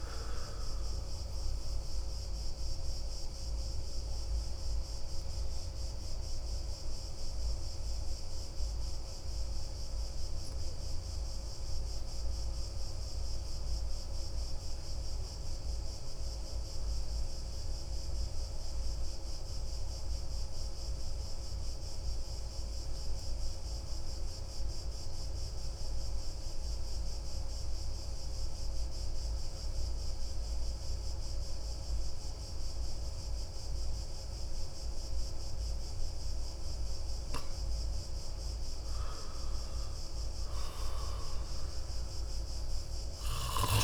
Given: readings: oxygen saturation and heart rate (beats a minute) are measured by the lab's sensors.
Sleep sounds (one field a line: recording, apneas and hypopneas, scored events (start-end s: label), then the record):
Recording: breathing in sleep, hard to hear, by a room microphone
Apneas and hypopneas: 1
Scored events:
0.00-13.00 s: oxygen desaturation (device-marked, oxygen 97% before, 93% lowest)
3.50-35.00 s: obstructive apnea (oxygen 98% before, 86% lowest)
15.00-38.00 s: oxygen desaturation (device-marked, oxygen 94% before, 90% lowest)
38.00-43.50 s: arousal
40.00-43.84 s: oxygen desaturation (device-marked, oxygen 95% before, 86% lowest)
From the record:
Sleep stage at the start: N2 (light sleep)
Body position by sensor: on the back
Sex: male